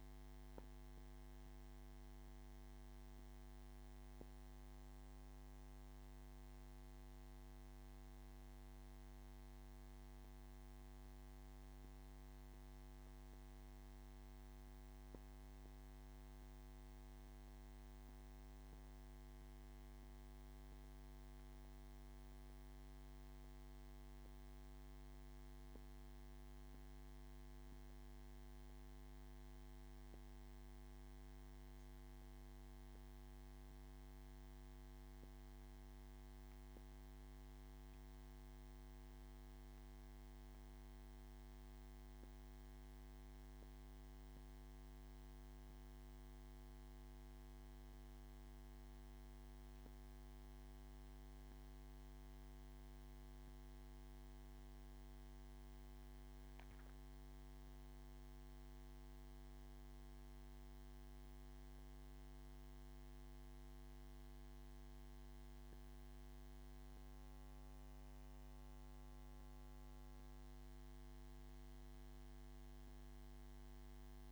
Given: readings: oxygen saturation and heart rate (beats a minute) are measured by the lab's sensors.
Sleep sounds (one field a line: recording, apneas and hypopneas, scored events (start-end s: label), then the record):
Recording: a person awake in a sleep study, hard to hear, by a microphone on the trachea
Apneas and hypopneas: none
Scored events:
none scored
From the record:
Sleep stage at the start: awake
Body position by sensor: on the back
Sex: male